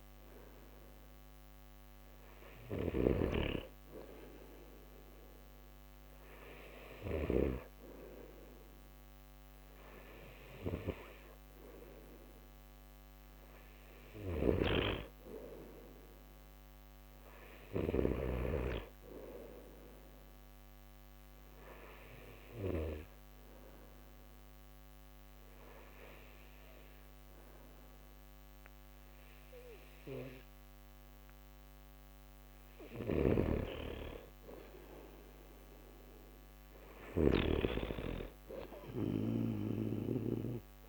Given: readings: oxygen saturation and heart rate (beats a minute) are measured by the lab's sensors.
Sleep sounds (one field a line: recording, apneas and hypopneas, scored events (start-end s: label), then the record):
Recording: breathing in sleep by a microphone on the trachea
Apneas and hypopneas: 1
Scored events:
0.00-6.00 s: oxygen desaturation (device-marked, oxygen 91% lowest)
2.50-7.50 s: snoring (device-marked)
14.00-18.00 s: snoring (device-marked)
19.50-32.00 s: obstructive apnea (oxygen 92% before, 90% lowest)
33.00-37.50 s: snoring (device-marked)
34.00-37.50 s: arousal
From the record:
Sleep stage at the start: N2 (light sleep)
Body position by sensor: on the back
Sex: male